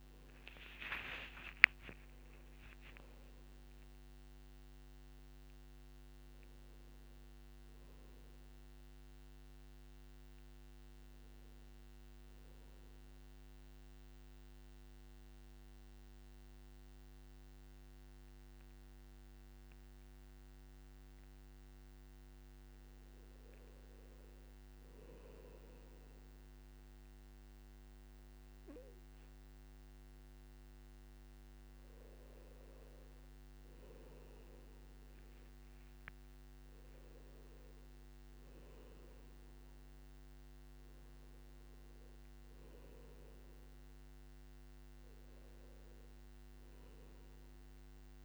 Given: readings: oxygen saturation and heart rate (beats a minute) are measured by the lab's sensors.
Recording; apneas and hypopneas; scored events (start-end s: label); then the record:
breathing in sleep, hard to hear, by a microphone on the trachea; 1
0.00-7.50 s: oxygen desaturation (device-marked, oxygen 88% lowest, heart rate 57 extreme)
1.50-6.00 s: arousal
13.00-23.00 s: central apnea (oxygen 100% before, 92% lowest, heart rate 70 before, 56 extreme, up 5 after)
32.50-40.50 s: oxygen desaturation (device-marked, oxygen 99% before, 95% lowest, heart rate 59 before, 57 extreme)
From the record:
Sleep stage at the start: N2 (light sleep); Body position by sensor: on the back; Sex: male